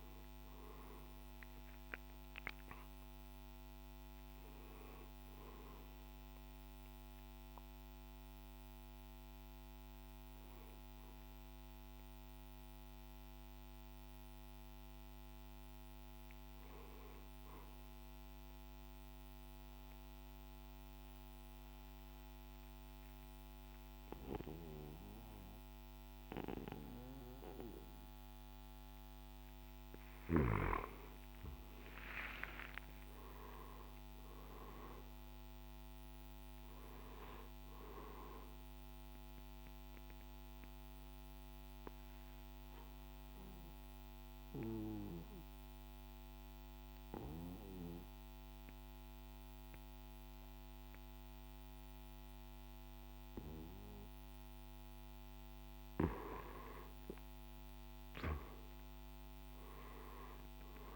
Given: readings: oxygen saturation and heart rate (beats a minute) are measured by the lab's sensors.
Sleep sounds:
breathing in sleep by a microphone on the trachea; 2
0.00-11.50 s: drop in pulse transit time (device-marked, heart rate 58 extreme)
4.50-14.50 s: oxygen desaturation (device-marked, oxygen 96% before, 92% lowest, heart rate 58 before, 55 extreme)
16.50-25.50 s: oxygen desaturation (device-marked, oxygen 96% before, 88% lowest, heart rate 61 before, 55 extreme)
17.50-29.50 s: obstructive apnea (oxygen 97% before, 88% lowest, heart rate 61 before, 55 extreme, up 9 after)
31.00-35.50 s: arousal
39.00-54.00 s: obstructive apnea (oxygen 98% before, 89% lowest, heart rate 58 before, 53 extreme, up 7 after)
41.50-54.50 s: oxygen desaturation (device-marked, oxygen 97% before, 92% lowest, heart rate 59 before, 53 extreme)
56.00-60.50 s: arousal
56.50-60.96 s: drop in pulse transit time (device-marked, heart rate 58 before, 58 extreme)
From the record:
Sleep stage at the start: N2 (light sleep); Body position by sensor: on the right side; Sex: male

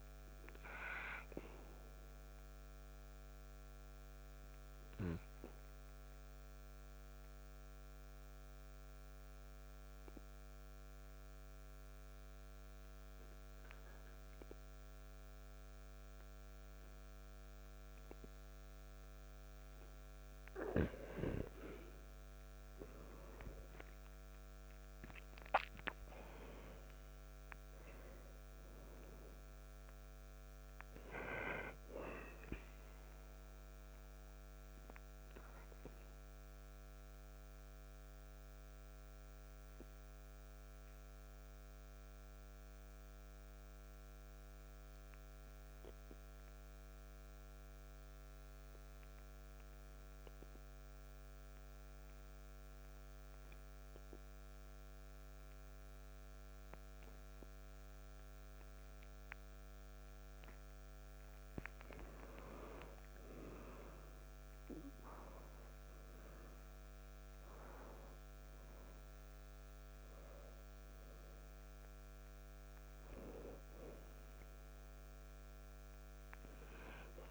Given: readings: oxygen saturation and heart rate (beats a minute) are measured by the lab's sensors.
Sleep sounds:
breathing in sleep by a microphone on the trachea; 2
0.00-17.50 s: oxygen desaturation (device-marked, oxygen 89% lowest, heart rate 58 extreme)
2.50-19.50 s: obstructive apnea (oxygen 98% before, 89% lowest, heart rate 59 before, 58 extreme, up 1 after)
22.50-27.50 s: arousal
33.50-52.50 s: oxygen desaturation (device-marked, oxygen 98% before, 91% lowest, heart rate 60 before, 54 extreme)
34.50-61.50 s: obstructive apnea (oxygen 98% before, 89% lowest, heart rate 60 before, 54 extreme, up 4 after)
63.00-67.00 s: arousal
64.50-77.31 s: oxygen desaturation (device-marked, oxygen 98% before, 91% lowest, heart rate 57 before, 57 extreme)
From the record:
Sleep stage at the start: N2 (light sleep); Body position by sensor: on the back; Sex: male

